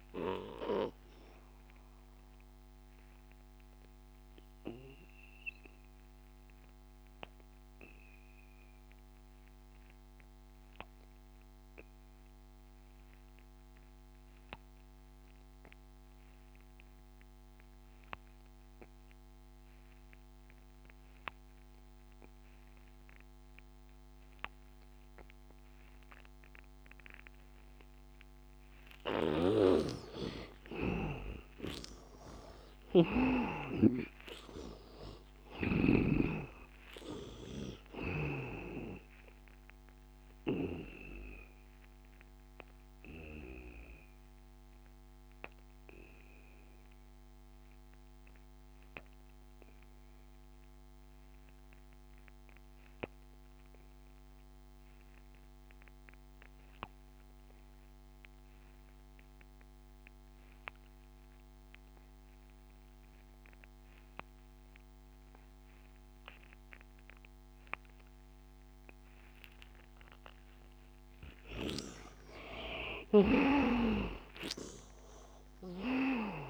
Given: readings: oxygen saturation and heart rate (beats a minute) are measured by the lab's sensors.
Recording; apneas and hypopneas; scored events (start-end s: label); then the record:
breathing in sleep by a microphone on the trachea; 2
0.00-17.50 s: oxygen desaturation (device-marked, oxygen 75% lowest, heart rate 74 extreme)
0.50-28.00 s: obstructive apnea (oxygen 100% before, 75% lowest, heart rate 88 before, 74 extreme, up 13 after)
19.50-55.50 s: oxygen desaturation (device-marked, oxygen 99% before, 76% lowest, heart rate 84 before, 74 extreme)
29.00-36.00 s: snoring (device-marked)
33.00-37.00 s: arousal
41.00-70.50 s: obstructive apnea (oxygen 99% before, 74% lowest, heart rate 86 before, 74 extreme, up 18 after)
64.50-76.50 s: oxygen desaturation (device-marked, oxygen 100% before, 74% lowest, heart rate 84 before, 78 extreme)
71.50-75.00 s: snoring (device-marked)
73.00-76.50 s: arousal
From the record:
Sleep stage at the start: N2 (light sleep); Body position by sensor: on the back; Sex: male